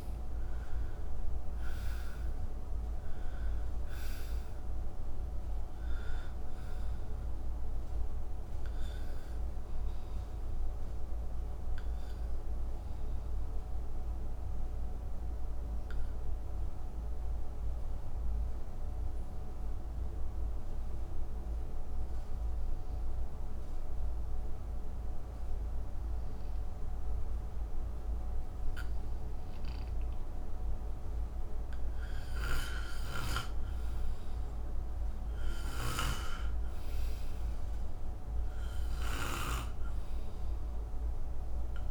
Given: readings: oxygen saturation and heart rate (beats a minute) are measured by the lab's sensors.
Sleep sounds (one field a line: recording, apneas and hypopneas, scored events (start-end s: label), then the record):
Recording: breathing in sleep by a room microphone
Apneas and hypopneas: 1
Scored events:
0.00-22.00 s: oxygen desaturation (device-marked, oxygen 83% lowest, heart rate 57 extreme)
9.00-32.50 s: obstructive apnea (oxygen 96% before, 83% lowest, heart rate 73 before, 57 extreme, up 6 after)
34.50-38.50 s: arousal
35.50-39.50 s: snoring (device-marked)
38.00-41.91 s: oxygen desaturation (device-marked, oxygen 97% before, 89% lowest, heart rate 63 before, 60 extreme)
From the record:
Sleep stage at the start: N2 (light sleep)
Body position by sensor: on the right side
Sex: male